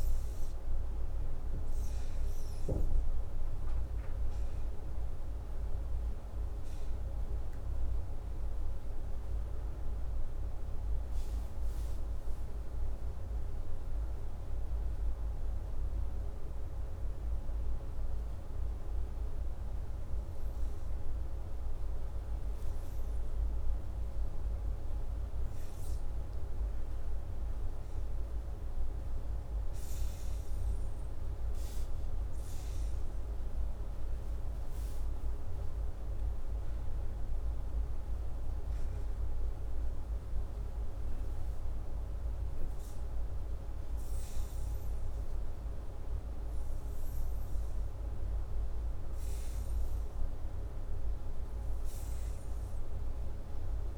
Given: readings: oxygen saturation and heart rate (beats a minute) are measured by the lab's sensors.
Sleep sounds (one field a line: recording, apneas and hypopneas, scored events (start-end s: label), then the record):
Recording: breathing in sleep, hard to hear, by a room microphone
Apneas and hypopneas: none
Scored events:
34.50-38.50 s: arousal
From the record:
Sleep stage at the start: N2 (light sleep)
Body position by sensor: upright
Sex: male